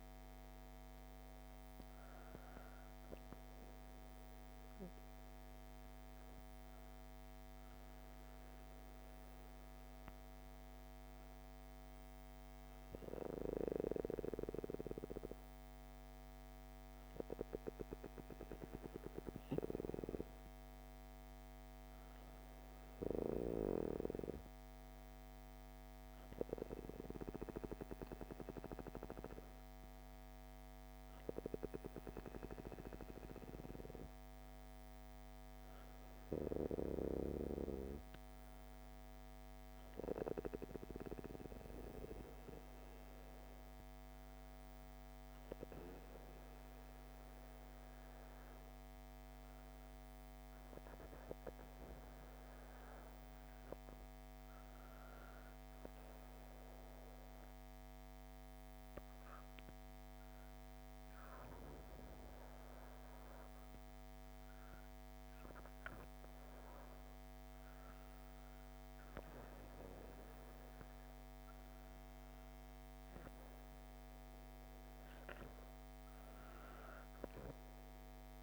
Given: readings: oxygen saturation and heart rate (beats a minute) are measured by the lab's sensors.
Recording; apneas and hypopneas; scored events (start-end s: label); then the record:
breathing in sleep by a microphone on the trachea; 1
57.00-67.50 s: obstructive apnea (oxygen 96% before, 93% lowest, heart rate 61 before, 57 extreme, up 7 after)
69.50-72.50 s: arousal
From the record:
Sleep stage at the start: N2 (light sleep); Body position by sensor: on the back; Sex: female